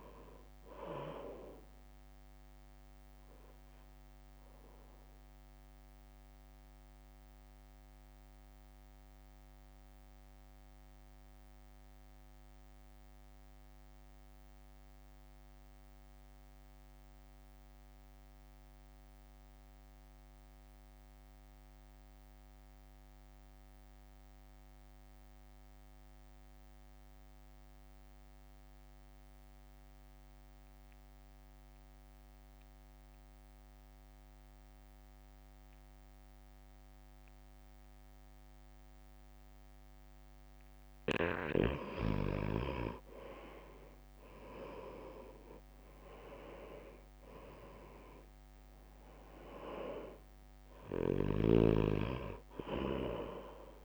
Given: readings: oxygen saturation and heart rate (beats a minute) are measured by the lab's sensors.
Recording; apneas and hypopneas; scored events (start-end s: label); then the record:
breathing in sleep by a microphone on the trachea; 1
0.00-6.50 s: drop in pulse transit time (device-marked, heart rate 52 extreme)
4.00-40.00 s: mixed apnea (oxygen 98% before, 87% lowest, heart rate 57 before, 52 extreme, up 2 after)
12.50-21.50 s: oxygen desaturation (device-marked, oxygen 93% before, 89% lowest, heart rate 56 before, 58 extreme)
38.50-53.85 s: oxygen desaturation (device-marked, oxygen 98% before, 90% lowest, heart rate 60 before, 52 extreme)
42.50-45.50 s: arousal
45.50-53.85 s: drop in pulse transit time (device-marked, heart rate 60 before, 52 extreme)
From the record:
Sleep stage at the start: N2 (light sleep); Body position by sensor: on the right side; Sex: male